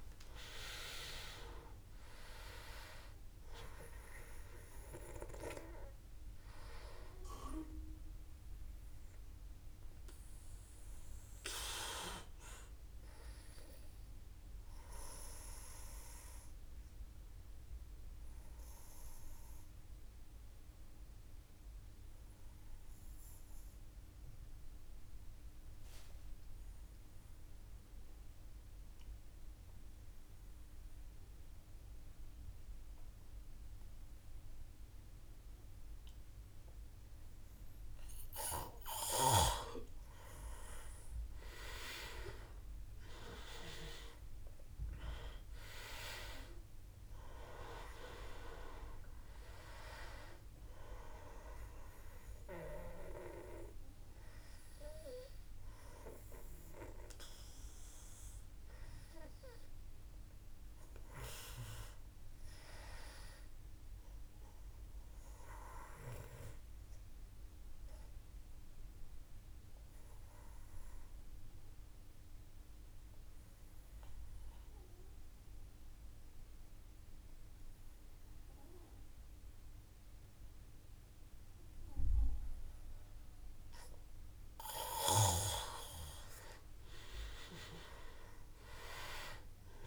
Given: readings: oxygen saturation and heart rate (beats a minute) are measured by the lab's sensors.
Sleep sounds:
breathing in sleep by a room microphone; 2
0.00-1.00 s: arousal
0.00-29.50 s: oxygen desaturation (device-marked, oxygen 89% lowest, heart rate 52 extreme)
16.00-36.50 s: obstructive apnea (oxygen 97% before, 88% lowest, heart rate 57 before, 53 extreme, up 2 after)
40.00-44.50 s: arousal
43.50-69.50 s: oxygen desaturation (device-marked, oxygen 97% before, 88% lowest, heart rate 56 before, 53 extreme)
67.50-82.00 s: obstructive apnea (oxygen 97% before, 88% lowest, heart rate 56 before, 52 extreme, up 3 after)
85.50-89.87 s: arousal
From the record:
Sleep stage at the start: N2 (light sleep); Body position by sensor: on the back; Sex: male

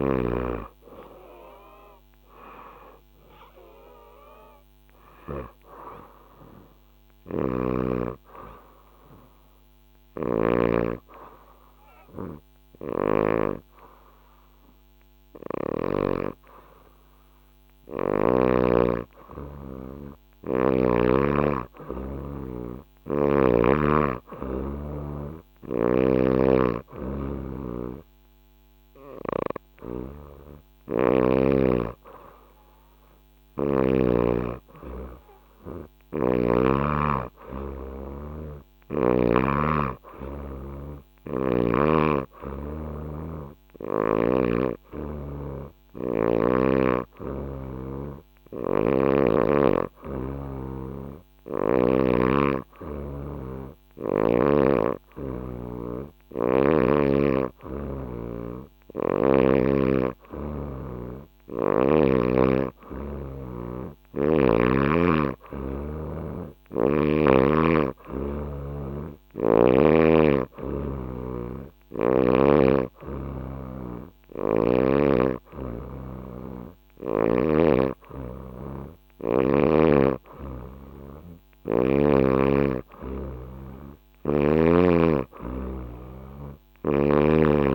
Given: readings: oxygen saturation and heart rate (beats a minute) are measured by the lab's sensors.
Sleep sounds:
breathing in sleep by a microphone on the trachea; 2
0.00-5.00 s: snoring (device-marked)
0.00-8.50 s: oxygen desaturation (device-marked, oxygen 92% lowest, heart rate 65 extreme)
7.00-19.00 s: obstructive apnea (oxygen 95% before, 92% lowest, heart rate 69 before, 65 extreme, up 4 after)
12.00-15.50 s: snoring (device-marked)
21.00-25.00 s: arousal
25.00-36.00 s: snoring (device-marked)
40.50-52.00 s: obstructive apnea (oxygen 96% before, 92% lowest, heart rate 69 before, 67 extreme, up 0 after)
48.00-51.50 s: snoring (device-marked)
53.50-57.00 s: arousal
73.50-77.00 s: snoring (device-marked)
From the record:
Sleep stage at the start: N2 (light sleep); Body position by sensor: on the back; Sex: female

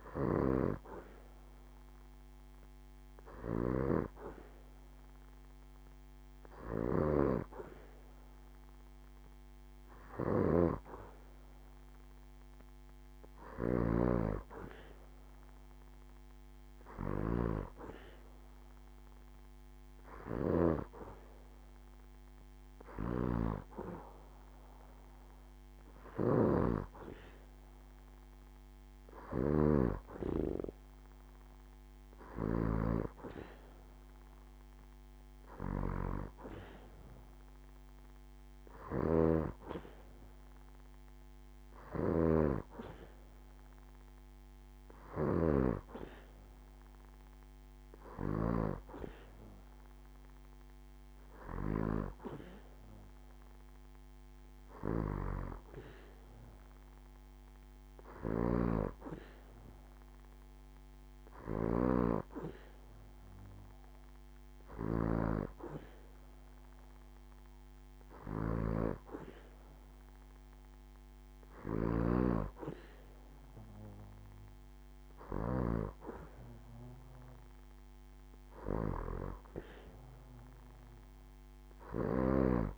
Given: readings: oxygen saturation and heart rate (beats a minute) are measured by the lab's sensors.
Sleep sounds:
breathing in sleep by a microphone on the trachea; none
none scored
From the record:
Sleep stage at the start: N2 (light sleep); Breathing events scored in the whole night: 153 in 5.4 hours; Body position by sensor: on the back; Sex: female

